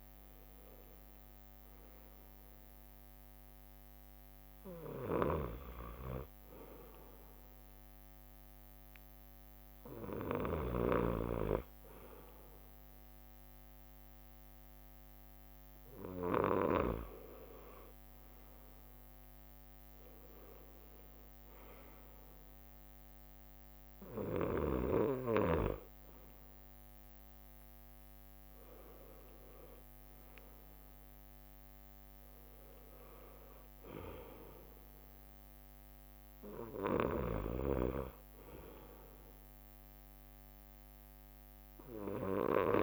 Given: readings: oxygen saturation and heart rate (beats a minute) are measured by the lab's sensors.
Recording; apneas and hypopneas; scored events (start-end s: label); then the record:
breathing in sleep by a microphone on the trachea; none
0.00-1.00 s: arousal
22.50-24.00 s: leg movement (device-marked)
28.50-32.50 s: arousal
28.50-34.00 s: leg movement (device-marked)
39.50-42.50 s: leg movement (device-marked)
From the record:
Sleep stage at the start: N2 (light sleep); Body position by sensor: on the right side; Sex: male